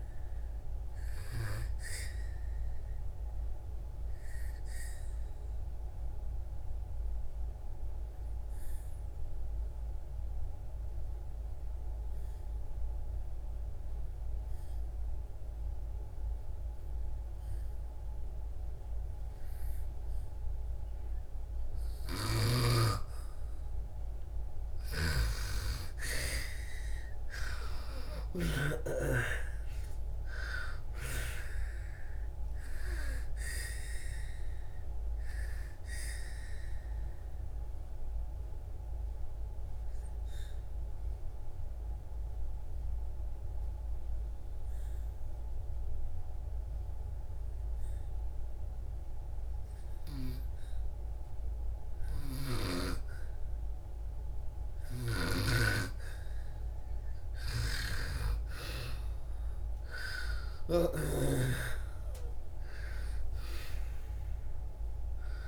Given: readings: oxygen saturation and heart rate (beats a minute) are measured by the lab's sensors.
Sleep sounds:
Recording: breathing in sleep by a room microphone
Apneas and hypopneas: 2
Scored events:
0.00-15.50 s: oxygen desaturation (device-marked, oxygen 84% lowest)
2.50-22.50 s: obstructive apnea (oxygen 97% before, 84% lowest)
24.50-28.00 s: snoring (device-marked)
24.50-50.50 s: oxygen desaturation (device-marked, oxygen 98% before, 84% lowest)
25.50-30.00 s: arousal
36.50-55.50 s: obstructive apnea (oxygen 98% before, 83% lowest)
54.50-60.50 s: snoring (device-marked)
56.50-65.48 s: oxygen desaturation (device-marked, oxygen 97% before, 86% lowest)
58.50-63.00 s: arousal
From the record:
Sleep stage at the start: N2 (light sleep)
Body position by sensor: on the back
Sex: female

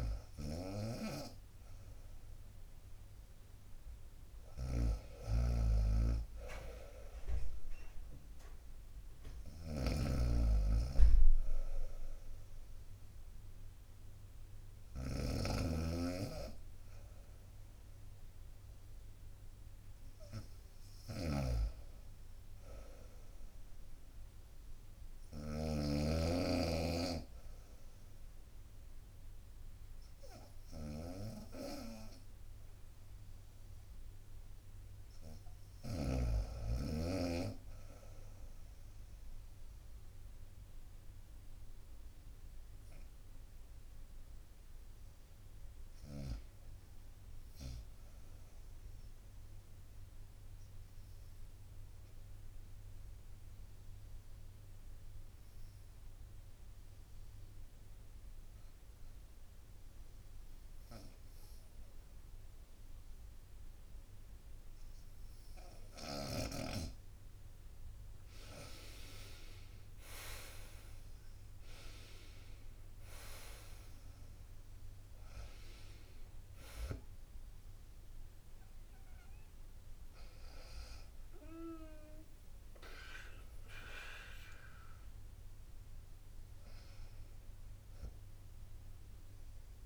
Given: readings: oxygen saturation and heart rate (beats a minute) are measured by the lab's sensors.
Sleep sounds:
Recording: breathing in sleep by a room microphone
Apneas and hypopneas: 1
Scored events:
0.00-36.00 s: snoring (device-marked)
42.50-46.50 s: arousal
50.50-65.50 s: obstructive apnea (oxygen 97% before, 89% lowest, heart rate 64 before, 62 extreme, up 8 after)
67.50-89.86 s: oxygen desaturation (device-marked, oxygen 95% before, 89% lowest, heart rate 63 before, 63 extreme)
69.50-86.50 s: drop in pulse transit time (device-marked, heart rate 63 before, 66 extreme)
70.00-74.00 s: arousal
From the record:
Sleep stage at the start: N2 (light sleep)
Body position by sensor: on the right side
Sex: female

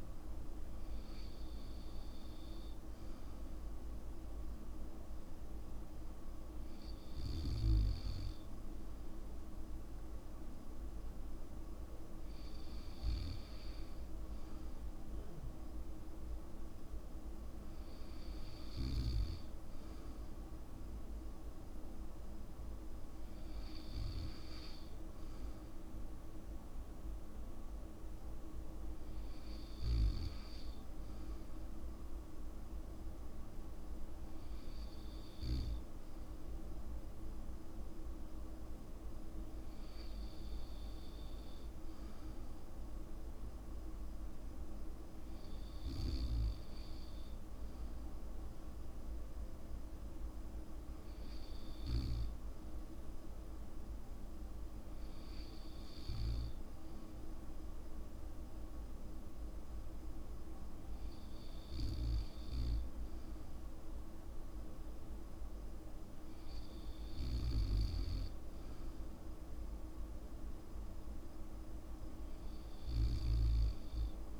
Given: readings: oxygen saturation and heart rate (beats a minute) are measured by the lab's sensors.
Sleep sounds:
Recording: breathing in sleep, hard to hear, by a room microphone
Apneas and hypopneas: none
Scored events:
none scored
From the record:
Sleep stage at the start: N2 (light sleep)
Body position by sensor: on the back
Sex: male

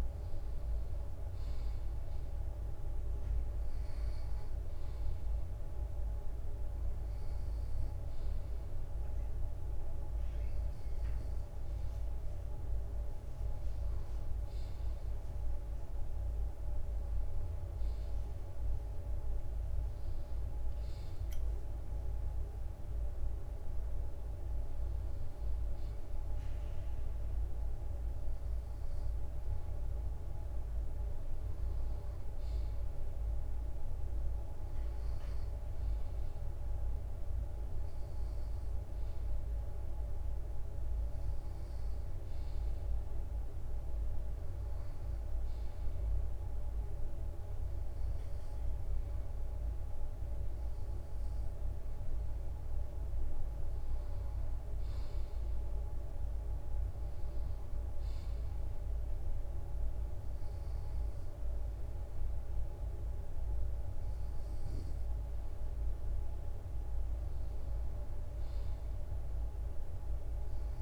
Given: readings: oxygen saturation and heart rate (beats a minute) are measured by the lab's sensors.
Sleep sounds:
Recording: breathing in sleep, hard to hear, by a room microphone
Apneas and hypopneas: none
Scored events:
none scored
From the record:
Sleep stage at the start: N2 (light sleep)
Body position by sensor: on the right side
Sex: male

